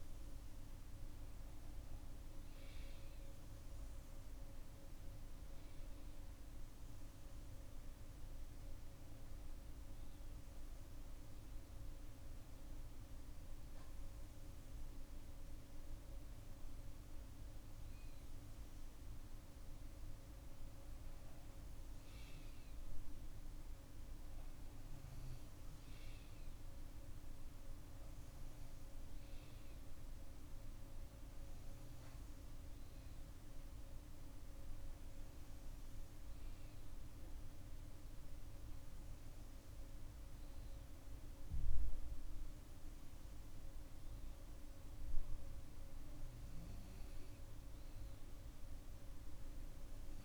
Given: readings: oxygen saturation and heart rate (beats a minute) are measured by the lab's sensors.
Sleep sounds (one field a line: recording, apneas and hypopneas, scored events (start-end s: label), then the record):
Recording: breathing in sleep, hard to hear, by a room microphone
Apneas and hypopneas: none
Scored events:
none scored
From the record:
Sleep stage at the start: N2 (light sleep)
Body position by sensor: on the back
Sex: female